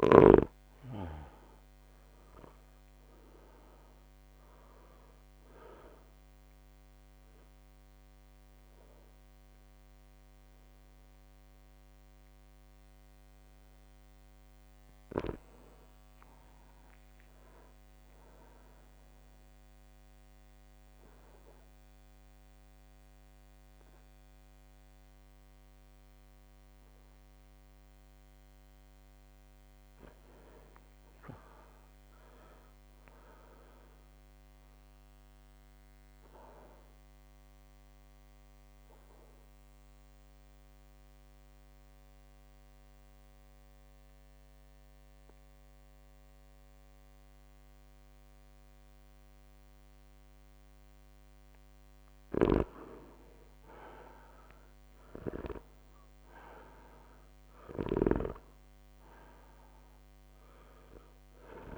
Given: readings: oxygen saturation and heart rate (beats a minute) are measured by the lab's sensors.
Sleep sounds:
breathing in sleep by a microphone on the trachea; 3
1.50-14.50 s: drop in pulse transit time (device-marked, heart rate 60 before, 55 extreme)
4.50-14.50 s: obstructive apnea (oxygen 99% before, 95% lowest, heart rate 60 before, 55 extreme, up 15 after)
15.50-17.50 s: arousal
16.50-18.50 s: long interval between heartbeats (device-marked, heart rate 58 before, 67 extreme)
19.00-29.00 s: obstructive apnea (oxygen 98% before, 95% lowest, heart rate 59 before, 53 extreme, up 4 after)
28.50-30.50 s: long interval between heartbeats (device-marked, heart rate 61 before, 57 extreme)
30.50-33.50 s: arousal
35.50-50.50 s: obstructive apnea (oxygen 100% before, 95% lowest, heart rate 62 before, 53 extreme, up 17 after)
52.00-58.00 s: snoring (device-marked)
52.50-56.00 s: arousal
54.00-56.00 s: long interval between heartbeats (device-marked, heart rate 56 before, 69 extreme)
From the record:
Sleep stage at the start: REM sleep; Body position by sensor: on the back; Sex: male

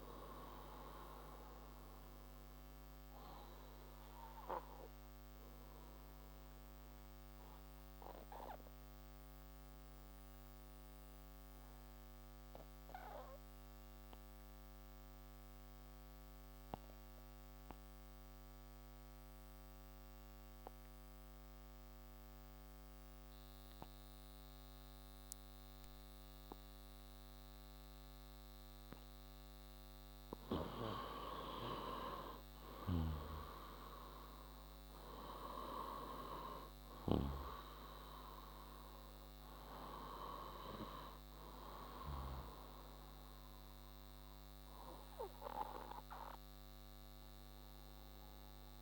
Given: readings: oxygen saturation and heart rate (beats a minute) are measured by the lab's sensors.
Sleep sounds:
breathing in sleep by a microphone on the trachea; 1
0.00-20.50 s: oxygen desaturation (device-marked, oxygen 91% lowest)
2.50-29.50 s: obstructive apnea (oxygen 96% before, 89% lowest)
31.00-35.00 s: arousal
33.50-48.82 s: oxygen desaturation (device-marked, oxygen 97% before, 89% lowest)
From the record:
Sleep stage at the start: N2 (light sleep); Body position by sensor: on the left side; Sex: male

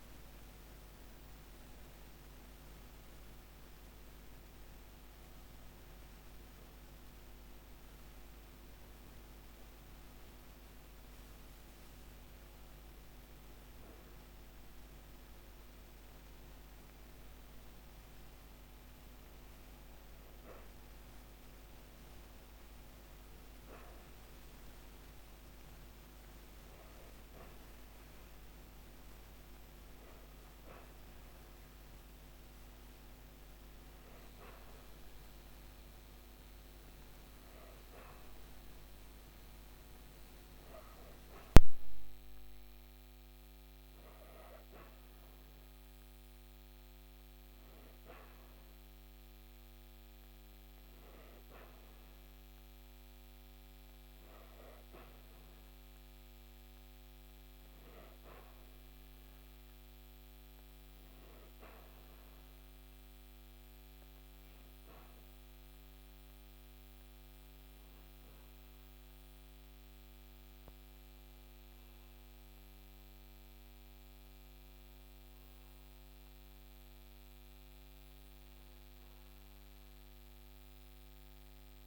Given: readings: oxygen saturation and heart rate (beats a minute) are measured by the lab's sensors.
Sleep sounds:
breathing in sleep, hard to hear, by a microphone on the trachea; 1
4.00-19.50 s: hypopnea (oxygen 99% before, 96% lowest, heart rate 145 before, 126 extreme, up 15 after)
10.50-81.87 s: new sleep stage, N2 (light sleep)
19.50-37.50 s: oxygen desaturation (device-marked, oxygen 100% before, 96% lowest, heart rate 148 before, 115 extreme)
22.00-26.00 s: arousal
72.00-77.00 s: arousal
From the record:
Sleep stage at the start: N1 (lightest sleep); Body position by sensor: on the back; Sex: female

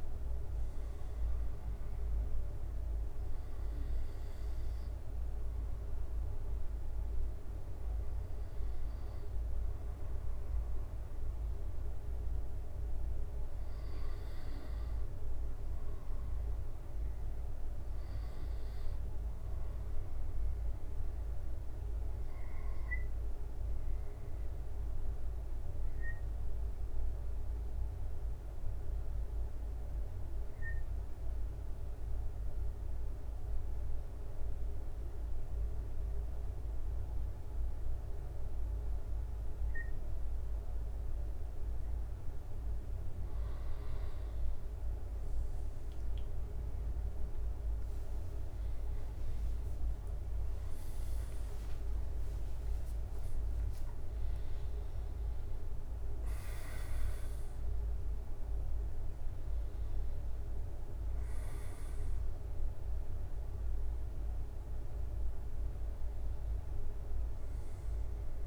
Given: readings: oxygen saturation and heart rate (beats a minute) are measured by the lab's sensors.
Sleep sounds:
breathing in sleep, hard to hear, by a room microphone; 1
24.00-42.50 s: obstructive apnea (oxygen 96% before, 90% lowest, heart rate 69 before, 65 extreme, up 13 after)
44.50-68.46 s: oxygen desaturation (device-marked, oxygen 95% before, 90% lowest, heart rate 67 before, 66 extreme)
47.00-52.00 s: arousal
47.50-61.50 s: drop in pulse transit time (device-marked, heart rate 68 before, 75 extreme)
From the record:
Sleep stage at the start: N2 (light sleep); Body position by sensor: on the back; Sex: male

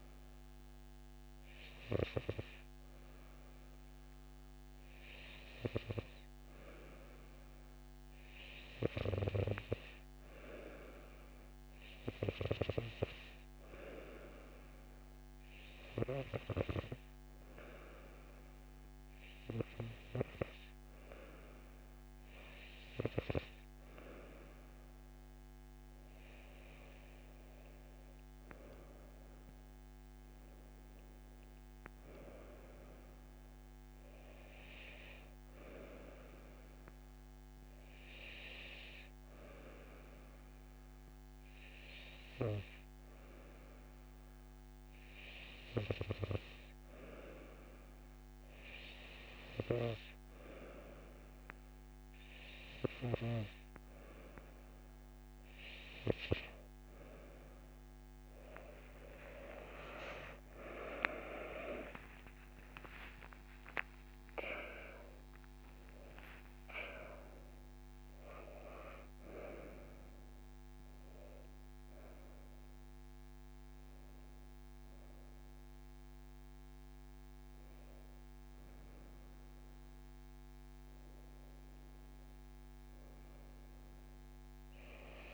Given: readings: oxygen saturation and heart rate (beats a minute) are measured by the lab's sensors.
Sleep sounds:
breathing in sleep by a microphone on the trachea; none
60.50-65.50 s: arousal
From the record:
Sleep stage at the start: N2 (light sleep); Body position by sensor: on the right side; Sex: female

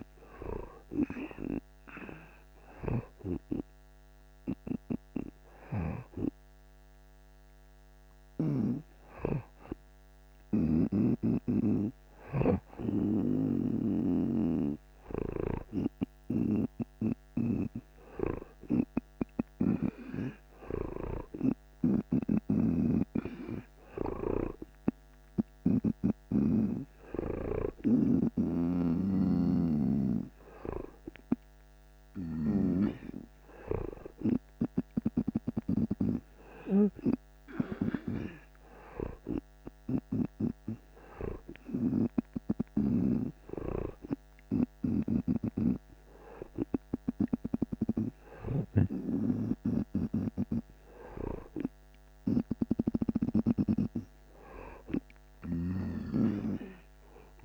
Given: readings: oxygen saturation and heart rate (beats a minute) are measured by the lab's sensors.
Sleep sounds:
breathing in sleep by a microphone on the trachea; none
2.50-6.00 s: snoring (device-marked)
22.00-26.00 s: snoring (device-marked)
28.00-40.50 s: snoring (device-marked)
45.00-57.45 s: snoring (device-marked)
From the record:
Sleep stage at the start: N2 (light sleep); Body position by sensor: on the right side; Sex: male

